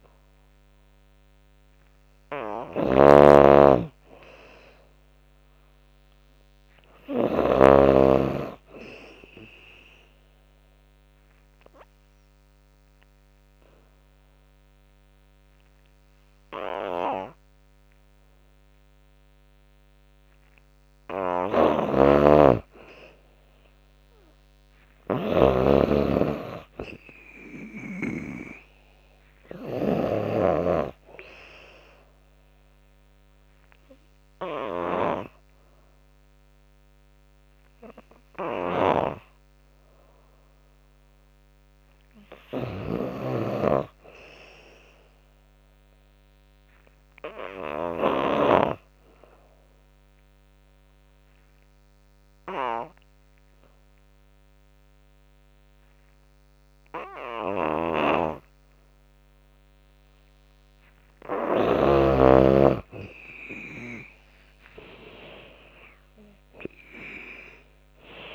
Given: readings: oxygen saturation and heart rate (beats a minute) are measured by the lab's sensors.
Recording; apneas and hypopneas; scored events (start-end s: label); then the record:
breathing in sleep by a microphone on the trachea; 2
0.00-8.50 s: oxygen desaturation (device-marked, oxygen 92% lowest, heart rate 74 extreme)
2.50-7.50 s: snoring (device-marked)
5.50-11.50 s: tachycardia (device-marked, heart rate 102 before, 118 extreme)
6.50-8.50 s: long interval between heartbeats (device-marked, heart rate 100 before, 87 extreme)
10.00-20.50 s: obstructive apnea (oxygen 98% before, 91% lowest, heart rate 100 before, 82 extreme, up 16 after)
11.00-13.00 s: long interval between heartbeats (device-marked, heart rate 101 before, 118 extreme)
15.50-17.50 s: long interval between heartbeats (device-marked, heart rate 100 before, 100 extreme)
20.50-22.50 s: long interval between heartbeats (device-marked, heart rate 97 before, 100 extreme)
21.00-29.50 s: snoring (device-marked)
21.50-25.50 s: tachycardia (device-marked, heart rate 100 before, 106 extreme)
22.50-24.50 s: long interval between heartbeats (device-marked, heart rate 98 before, 99 extreme)
23.50-26.00 s: arousal
24.50-26.50 s: long interval between heartbeats (device-marked, heart rate 100 before, 106 extreme)
27.50-33.50 s: drop in pulse transit time (device-marked, heart rate 104 before, 95 extreme)
31.00-33.00 s: long interval between heartbeats (device-marked, heart rate 103 before, 97 extreme)
31.50-42.50 s: oxygen desaturation (device-marked, oxygen 97% before, 91% lowest, heart rate 102 before, 79 extreme)
35.00-37.00 s: long interval between heartbeats (device-marked, heart rate 99 before, 99 extreme)
38.00-48.00 s: snoring (device-marked)
41.50-44.00 s: arousal
43.50-47.50 s: tachycardia (device-marked, heart rate 100 before, 106 extreme)
44.00-46.00 s: long interval between heartbeats (device-marked, heart rate 94 before, 98 extreme)
46.00-59.00 s: obstructive apnea (oxygen 97% before, 92% lowest, heart rate 94 before, 76 extreme, up 30 after)
46.50-48.50 s: long interval between heartbeats (device-marked, heart rate 93 before, 104 extreme)
46.50-56.50 s: drop in pulse transit time (device-marked, heart rate 93 before, 79 extreme)
48.50-50.50 s: long interval between heartbeats (device-marked, heart rate 93 before, 105 extreme)
57.00-61.50 s: snoring (device-marked)
58.50-60.50 s: long interval between heartbeats (device-marked, heart rate 92 before, 89 extreme)
58.50-61.50 s: tachycardia (device-marked, heart rate 99 before, 97 extreme)
60.50-62.50 s: long interval between heartbeats (device-marked, heart rate 92 before, 97 extreme)
62.00-65.00 s: arousal
63.00-65.00 s: long interval between heartbeats (device-marked, heart rate 94 before, 107 extreme)
64.50-68.35 s: drop in pulse transit time (device-marked, heart rate 96 before, 87 extreme)
65.50-68.35 s: oxygen desaturation (device-marked, oxygen 96% before, 92% lowest, heart rate 96 before, 76 extreme)
From the record:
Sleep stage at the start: N2 (light sleep); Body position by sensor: on the back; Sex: female